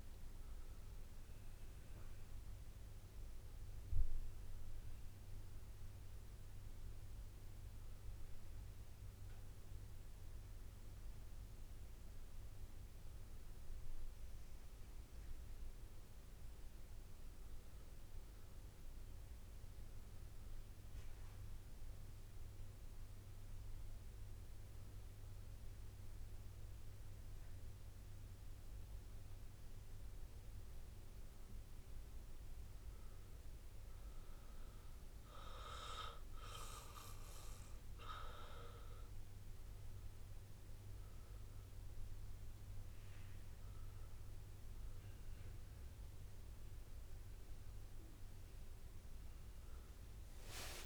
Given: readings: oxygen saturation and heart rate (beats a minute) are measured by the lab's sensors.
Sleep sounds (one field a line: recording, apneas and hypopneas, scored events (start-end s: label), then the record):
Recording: breathing in sleep by a room microphone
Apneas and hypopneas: none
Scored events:
0.00-1.00 s: long interval between heartbeats (device-marked, heart rate 105 extreme)
From the record:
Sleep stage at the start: N1 (lightest sleep)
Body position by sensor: on the back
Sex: male